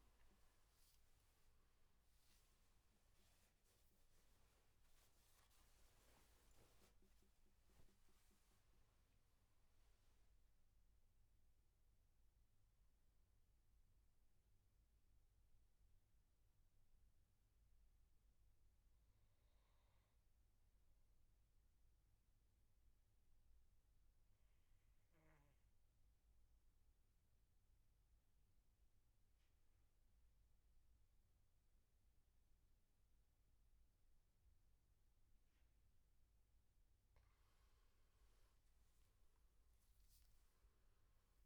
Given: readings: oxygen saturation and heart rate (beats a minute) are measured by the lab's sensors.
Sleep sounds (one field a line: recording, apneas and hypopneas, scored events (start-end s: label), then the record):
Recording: breathing in sleep, hard to hear, by a room microphone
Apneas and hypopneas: 1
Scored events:
0.00-9.00 s: oxygen desaturation (device-marked, oxygen 89% lowest, heart rate 67 extreme)
14.00-34.50 s: obstructive apnea (oxygen 95% before, 91% lowest, heart rate 93 before, 66 extreme, up 10 after)
38.00-41.46 s: oxygen desaturation (device-marked, oxygen 99% before, 93% lowest, heart rate 72 before, 65 extreme)
38.50-41.46 s: arousal
From the record:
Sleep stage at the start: N2 (light sleep)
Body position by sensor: on the back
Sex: male